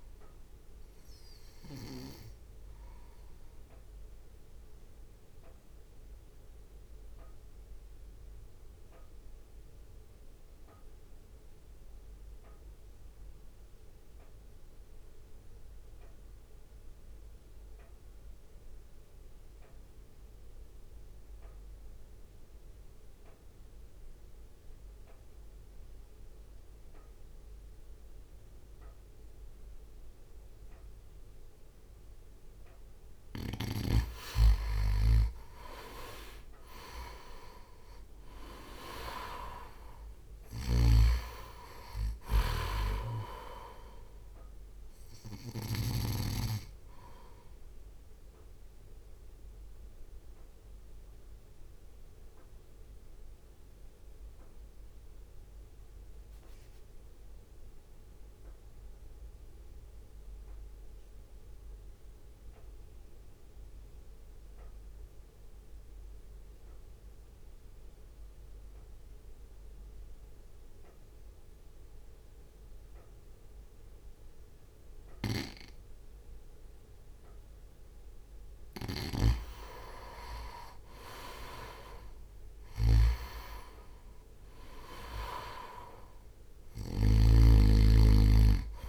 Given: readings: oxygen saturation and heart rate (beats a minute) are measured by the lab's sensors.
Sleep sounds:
breathing in sleep by a room microphone; 2
0.00-4.00 s: drop in pulse transit time (device-marked, heart rate 48 extreme)
0.00-5.00 s: oxygen desaturation (device-marked, oxygen 91% lowest, heart rate 48 extreme)
1.00-33.00 s: mixed apnea (oxygen 97% before, 88% lowest, heart rate 56 before, 47 extreme, up 4 after)
34.00-47.00 s: oxygen desaturation (device-marked, oxygen 97% before, 91% lowest, heart rate 60 before, 47 extreme)
34.50-38.00 s: arousal
38.00-52.00 s: drop in pulse transit time (device-marked, heart rate 59 before, 47 extreme)
40.50-46.00 s: snoring (device-marked)
46.50-78.00 s: mixed apnea (oxygen 97% before, 88% lowest, heart rate 55 before, 48 extreme, up 3 after)
57.00-69.00 s: oxygen desaturation (device-marked, oxygen 92% before, 88% lowest, heart rate 52 before, 48 extreme)
79.00-87.50 s: snoring (device-marked)
81.00-88.89 s: drop in pulse transit time (device-marked, heart rate 61 before, 48 extreme)
83.50-87.00 s: arousal
From the record:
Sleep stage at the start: N2 (light sleep); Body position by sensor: on the right side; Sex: male

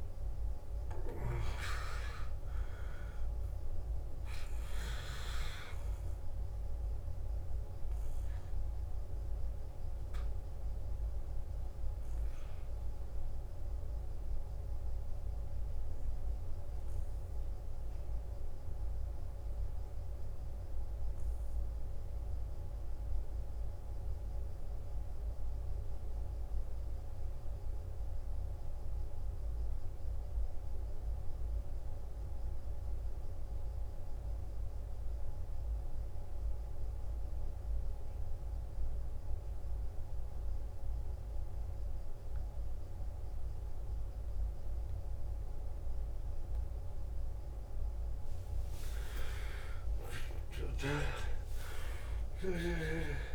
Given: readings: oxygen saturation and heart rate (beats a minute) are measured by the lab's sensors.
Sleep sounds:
breathing in sleep by a room microphone; 1
0.00-23.00 s: oxygen desaturation (device-marked, oxygen 89% lowest, heart rate 52 extreme)
14.00-47.00 s: mixed apnea (oxygen 97% before, 87% lowest, heart rate 64 before, 52 extreme, up 12 after)
39.00-53.35 s: oxygen desaturation (device-marked, oxygen 98% before, 87% lowest, heart rate 53 before, 52 extreme)
49.00-53.00 s: arousal
From the record:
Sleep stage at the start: N2 (light sleep); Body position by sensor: on the back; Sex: male

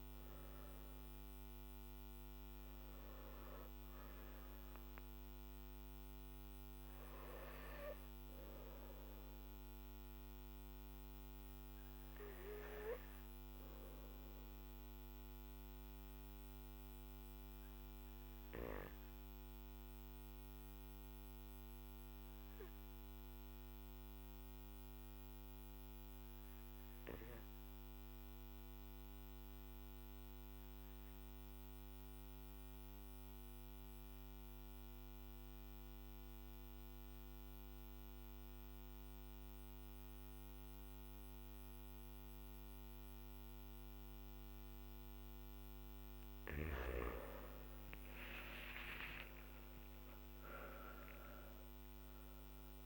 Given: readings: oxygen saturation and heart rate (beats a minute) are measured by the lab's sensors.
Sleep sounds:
breathing in sleep by a microphone on the trachea; 1
10.00-45.50 s: obstructive apnea (oxygen 99% before, 92% lowest, heart rate 49 before, 43 extreme, up 15 after)
17.00-23.00 s: oxygen desaturation (device-marked, oxygen 96% before, 93% lowest, heart rate 48 before, 43 extreme)
41.00-50.00 s: oxygen desaturation (device-marked, oxygen 98% before, 94% lowest, heart rate 45 before, 44 extreme)
From the record:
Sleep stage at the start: N3 (deep sleep); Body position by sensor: on the back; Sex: male

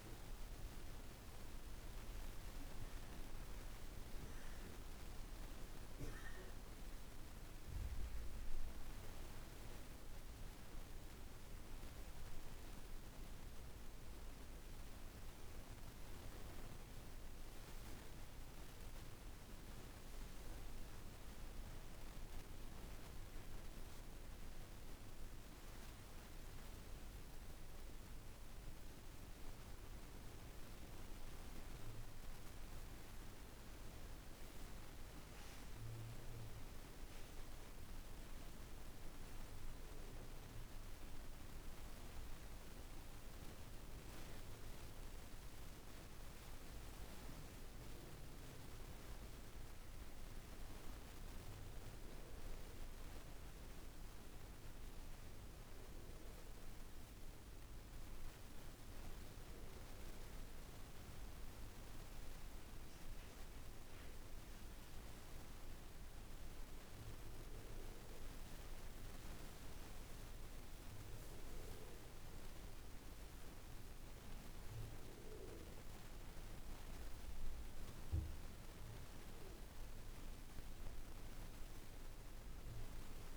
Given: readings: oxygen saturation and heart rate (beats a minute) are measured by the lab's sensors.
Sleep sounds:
breathing in sleep, hard to hear, by a room microphone; none
none scored
From the record:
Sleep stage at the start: N1 (lightest sleep); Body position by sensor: on the back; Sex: female

